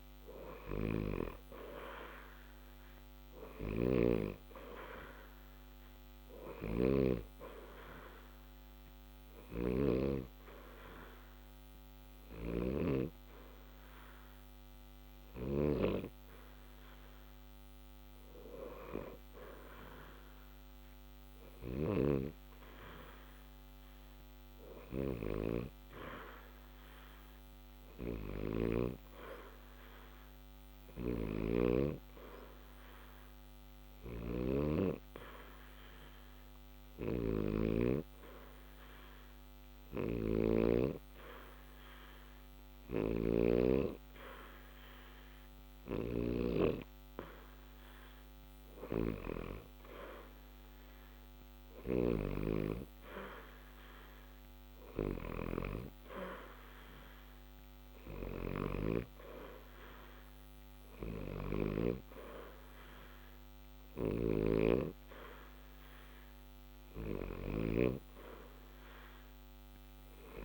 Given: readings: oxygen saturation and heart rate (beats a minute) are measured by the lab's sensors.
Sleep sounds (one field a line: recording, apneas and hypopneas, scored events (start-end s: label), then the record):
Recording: breathing in sleep by a microphone on the trachea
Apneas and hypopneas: 1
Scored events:
0.00-22.50 s: oxygen desaturation (device-marked, oxygen 88% lowest, heart rate 60 extreme)
10.00-24.50 s: hypopnea (oxygen 92% before, 88% lowest, heart rate 60 before, 60 extreme, up 0 after)
29.00-33.00 s: arousal
From the record:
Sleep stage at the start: N2 (light sleep)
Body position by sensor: on the back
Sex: male